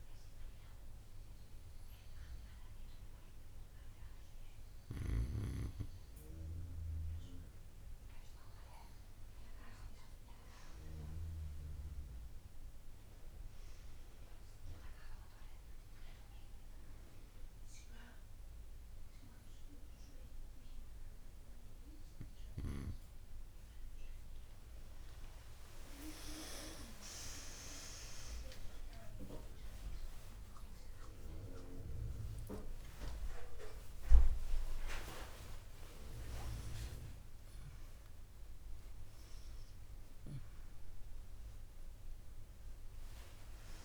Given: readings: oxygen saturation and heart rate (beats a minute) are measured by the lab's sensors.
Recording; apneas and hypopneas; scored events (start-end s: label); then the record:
a person partly awake in a sleep study, by a room microphone; none
26.00-43.85 s: new sleep stage, awake
36.50-38.50 s: long interval between heartbeats (device-marked)
From the record:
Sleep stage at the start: N2 (light sleep); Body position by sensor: on the right side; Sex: female